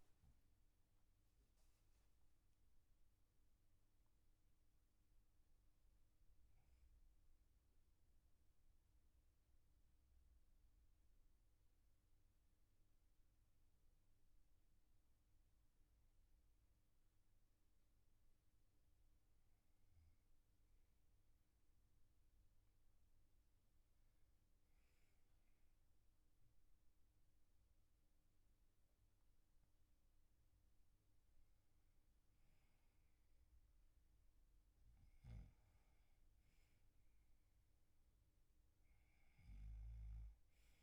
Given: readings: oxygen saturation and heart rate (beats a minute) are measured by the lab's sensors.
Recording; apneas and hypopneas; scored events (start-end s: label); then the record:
breathing in sleep, hard to hear, by a room microphone; 1
8.50-21.00 s: obstructive apnea (oxygen 99% before, 97% lowest, heart rate 55 before, 38 extreme, up 2 after)
18.50-40.83 s: new sleep stage, N2 (light sleep)
23.00-27.50 s: arousal
From the record:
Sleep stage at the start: N1 (lightest sleep); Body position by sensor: on the back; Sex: male